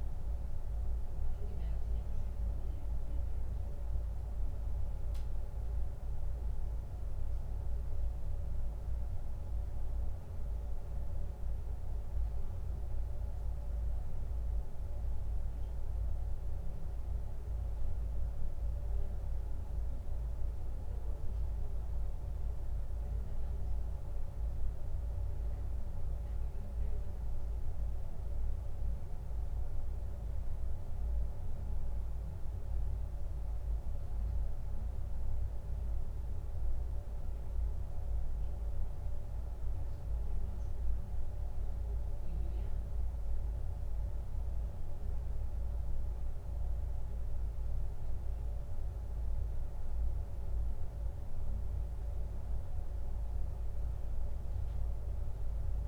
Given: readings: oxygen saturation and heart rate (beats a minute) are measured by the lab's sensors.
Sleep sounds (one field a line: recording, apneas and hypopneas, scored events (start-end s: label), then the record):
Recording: breathing in sleep, hard to hear, by a room microphone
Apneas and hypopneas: none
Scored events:
none scored
From the record:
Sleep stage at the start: N1 (lightest sleep)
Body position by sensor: on the back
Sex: male